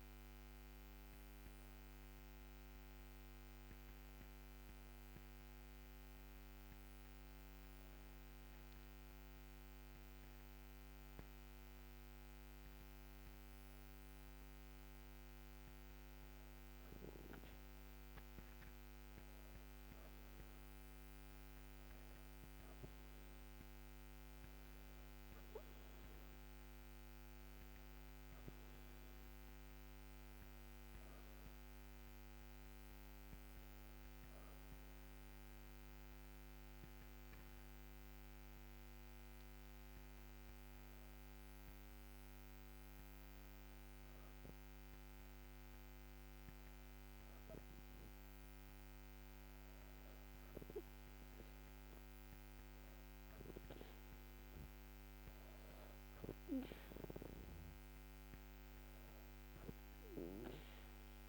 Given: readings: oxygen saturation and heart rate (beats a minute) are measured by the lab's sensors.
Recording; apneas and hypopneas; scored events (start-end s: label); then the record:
breathing in sleep, hard to hear, by a microphone on the trachea; 2
2.00-15.50 s: hypopnea (oxygen 96% before, 94% lowest, heart rate 79 before, 74 extreme, up 4 after)
18.50-23.50 s: arousal
35.00-48.50 s: hypopnea (oxygen 97% before, 95% lowest, heart rate 77 before, 74 extreme, up 4 after)
51.00-56.00 s: arousal
From the record:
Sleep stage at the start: N2 (light sleep); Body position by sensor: on the back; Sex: female